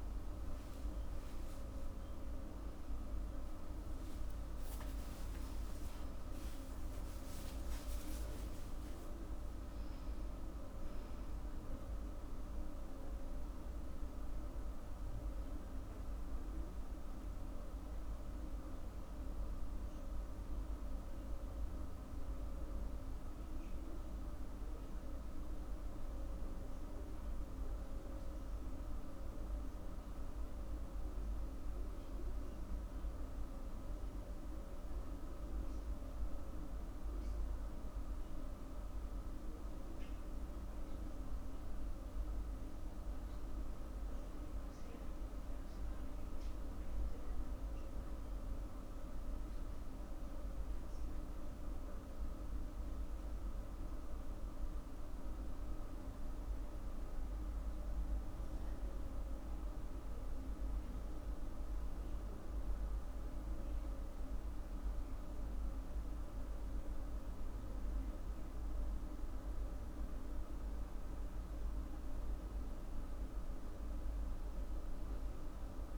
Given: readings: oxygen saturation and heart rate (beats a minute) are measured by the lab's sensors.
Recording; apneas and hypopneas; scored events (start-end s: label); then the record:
breathing in sleep, hard to hear, by a room microphone; none
4.00-8.50 s: arousal
9.00-11.00 s: long interval between heartbeats (device-marked, heart rate 86 before, 98 extreme)
28.00-58.00 s: new sleep stage, N2 (light sleep)
58.00-75.98 s: new sleep stage, N1 (lightest sleep)
From the record:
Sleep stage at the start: N1 (lightest sleep); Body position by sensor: on the back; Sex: female